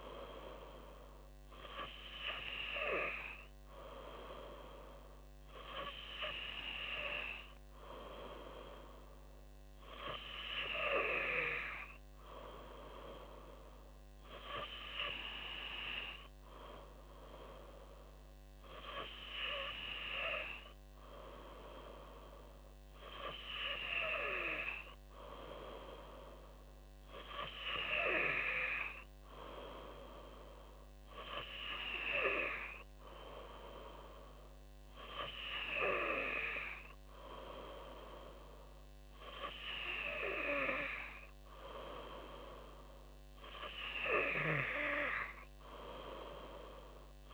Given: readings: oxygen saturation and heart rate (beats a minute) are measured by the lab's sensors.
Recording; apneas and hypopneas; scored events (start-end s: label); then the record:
breathing in sleep by a microphone on the trachea; none
none scored
From the record:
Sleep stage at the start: N2 (light sleep); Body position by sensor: on the back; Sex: female